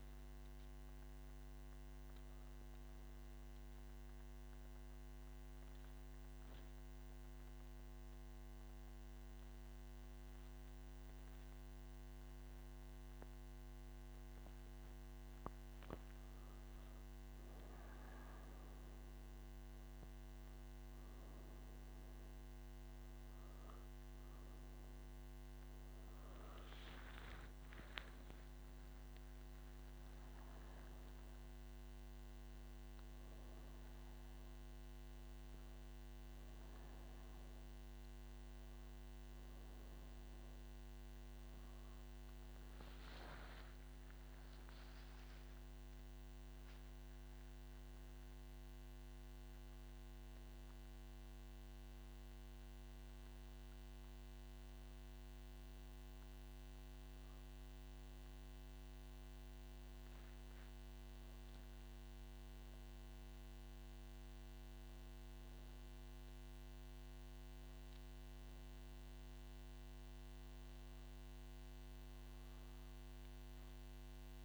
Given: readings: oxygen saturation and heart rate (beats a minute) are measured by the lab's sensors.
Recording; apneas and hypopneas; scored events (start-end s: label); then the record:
breathing in sleep, hard to hear, by a microphone on the trachea; 2
3.50-16.00 s: obstructive apnea (oxygen 97% before, 95% lowest)
50.50-62.00 s: hypopnea (oxygen 99% before, 95% lowest)
60.50-74.45 s: oxygen desaturation (device-marked, oxygen 98% before, 95% lowest)
From the record:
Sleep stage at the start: N1 (lightest sleep); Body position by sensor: on the right side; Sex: female